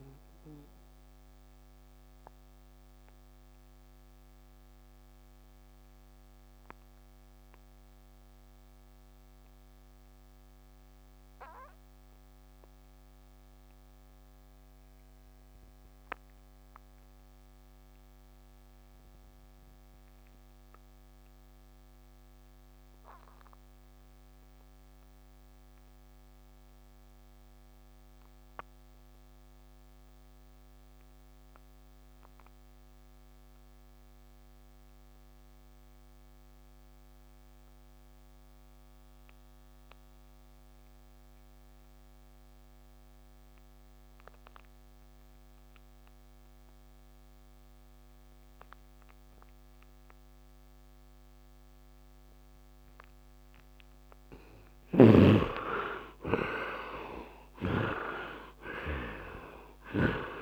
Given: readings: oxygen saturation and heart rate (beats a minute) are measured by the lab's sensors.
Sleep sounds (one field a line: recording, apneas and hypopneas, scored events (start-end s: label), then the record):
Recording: breathing in sleep by a microphone on the trachea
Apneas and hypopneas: 1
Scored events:
0.00-9.00 s: oxygen desaturation (device-marked, oxygen 53% lowest, heart rate 63 extreme)
0.50-54.00 s: obstructive apnea (oxygen 76% before, 45% lowest, heart rate 73 before, 68 extreme, up 19 after)
16.00-60.42 s: oxygen desaturation (device-marked, oxygen 100% before, 45% lowest, heart rate 80 before, 68 extreme)
55.50-59.50 s: arousal
From the record:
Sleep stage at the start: REM sleep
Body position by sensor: on the right side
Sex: male